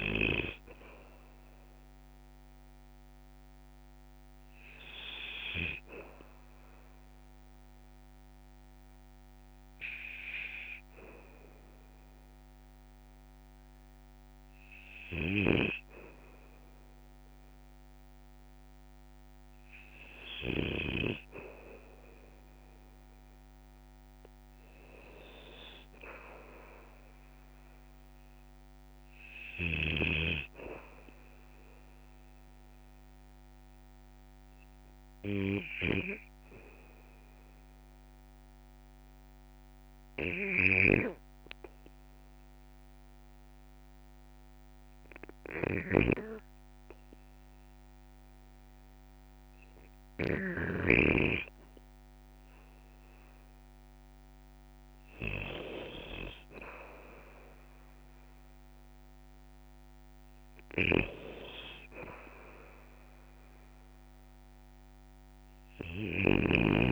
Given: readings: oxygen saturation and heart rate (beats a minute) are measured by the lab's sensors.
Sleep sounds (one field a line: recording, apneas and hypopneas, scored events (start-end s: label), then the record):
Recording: breathing in sleep by a microphone on the trachea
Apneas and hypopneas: 2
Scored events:
6.00-18.50 s: obstructive apnea (oxygen 97% before, 93% lowest, heart rate 58 before, 55 extreme, up 4 after)
8.00-14.00 s: oxygen desaturation (device-marked, oxygen 97% before, 93% lowest, heart rate 58 before, 55 extreme)
15.00-21.00 s: snoring (device-marked)
21.00-24.00 s: arousal
33.50-49.50 s: obstructive apnea (oxygen 99% before, 93% lowest, heart rate 58 before, 56 extreme, up 4 after)
45.50-51.00 s: snoring (device-marked)
53.00-57.00 s: arousal
60.50-66.50 s: snoring (device-marked)
From the record:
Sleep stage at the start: N2 (light sleep)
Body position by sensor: on the back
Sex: male